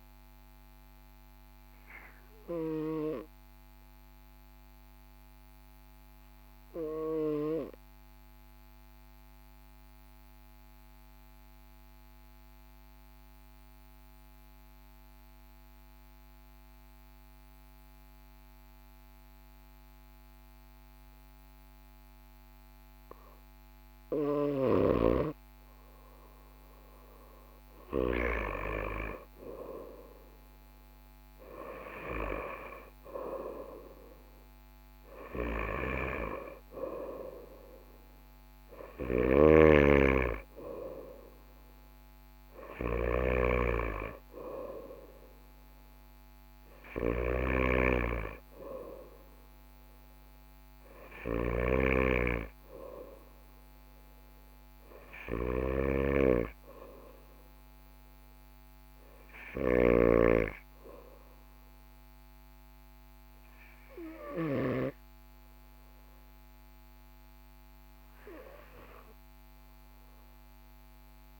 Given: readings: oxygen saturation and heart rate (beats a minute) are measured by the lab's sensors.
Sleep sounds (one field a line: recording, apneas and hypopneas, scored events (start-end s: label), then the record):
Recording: breathing in sleep by a microphone on the trachea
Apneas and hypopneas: 1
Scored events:
5.50-24.50 s: obstructive apnea (oxygen 98% before, 94% lowest, heart rate 43 before, 43 extreme, up 1 after)
26.50-30.50 s: arousal
26.50-55.50 s: oxygen desaturation (device-marked, oxygen 97% before, 94% lowest, heart rate 43 before, 43 extreme)
39.00-43.00 s: snoring (device-marked)
51.00-60.00 s: snoring (device-marked)
From the record:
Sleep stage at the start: N2 (light sleep)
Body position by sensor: on the right side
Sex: male